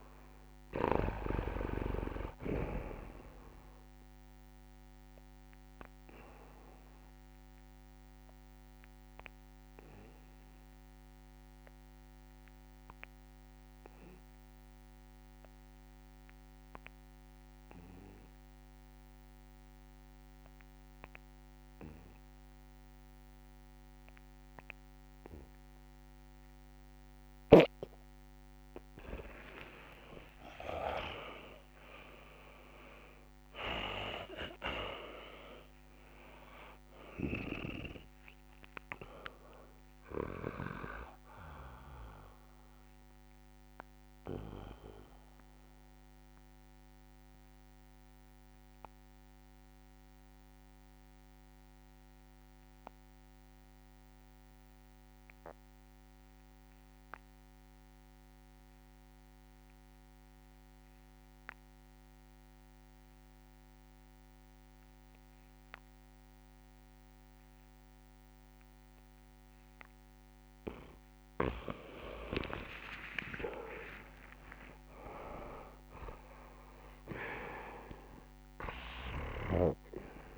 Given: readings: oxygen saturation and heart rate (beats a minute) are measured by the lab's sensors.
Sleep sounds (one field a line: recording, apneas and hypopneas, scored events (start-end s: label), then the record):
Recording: breathing in sleep by a microphone on the trachea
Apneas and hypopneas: 2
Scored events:
0.00-3.00 s: arousal
0.00-22.00 s: oxygen desaturation (device-marked, oxygen 85% lowest, heart rate 69 extreme)
2.00-4.00 s: long interval between heartbeats (device-marked, heart rate 69 before, 78 extreme)
7.50-28.50 s: obstructive apnea (oxygen 99% before, 85% lowest, heart rate 71 before, 64 extreme, up 44 after)
24.00-58.00 s: oxygen desaturation (device-marked, oxygen 97% before, 86% lowest, heart rate 72 before, 64 extreme)
27.00-31.00 s: snoring (device-marked)
30.00-34.00 s: arousal
31.00-33.00 s: long interval between heartbeats (device-marked, heart rate 70 before, 90 extreme)
37.00-40.50 s: snoring (device-marked)
43.00-69.50 s: mixed apnea (oxygen 97% before, 86% lowest, heart rate 84 before, 64 extreme)
72.00-76.00 s: arousal
72.00-80.38 s: oxygen desaturation (device-marked, oxygen 99% before, 87% lowest, heart rate 69 before, 67 extreme)
72.50-74.50 s: long interval between heartbeats (device-marked, heart rate 69 before, 76 extreme)
75.50-77.50 s: long interval between heartbeats (device-marked, heart rate 73 before, 126 extreme)
From the record:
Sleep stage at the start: N2 (light sleep)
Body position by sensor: on the back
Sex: male